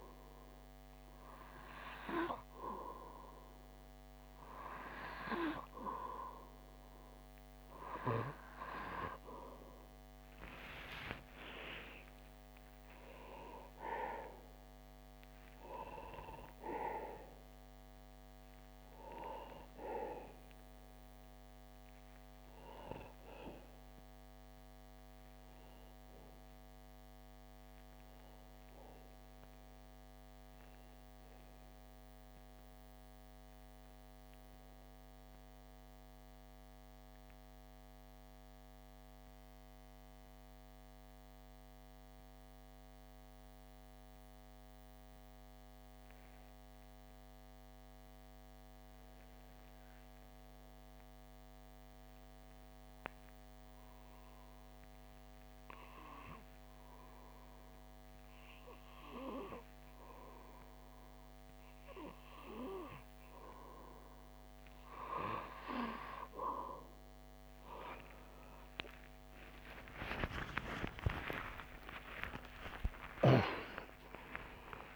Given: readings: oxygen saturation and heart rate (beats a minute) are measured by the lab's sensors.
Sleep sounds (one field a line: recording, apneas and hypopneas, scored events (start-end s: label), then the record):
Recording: breathing in sleep by a microphone on the trachea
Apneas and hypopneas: 1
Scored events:
0.00-1.00 s: arousal
0.00-25.00 s: oxygen desaturation (device-marked, oxygen 91% lowest)
26.50-58.50 s: obstructive apnea (oxygen 95% before, 90% lowest)
53.00-55.00 s: oxygen desaturation (device-marked, oxygen 97% before, 96% lowest)
69.00-74.95 s: new sleep stage, awake
From the record:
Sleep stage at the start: N2 (light sleep)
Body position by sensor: on the back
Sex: male